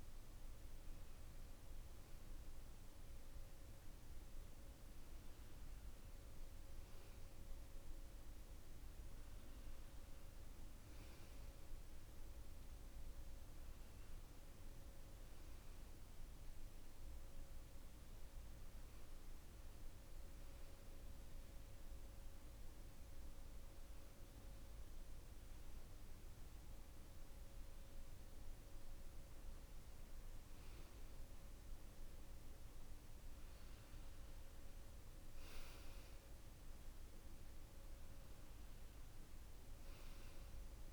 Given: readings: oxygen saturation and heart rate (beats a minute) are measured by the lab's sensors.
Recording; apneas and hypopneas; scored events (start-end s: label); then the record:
a person awake in a sleep study, hard to hear, by a room microphone; none
none scored
From the record:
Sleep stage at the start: awake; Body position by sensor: on the back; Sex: male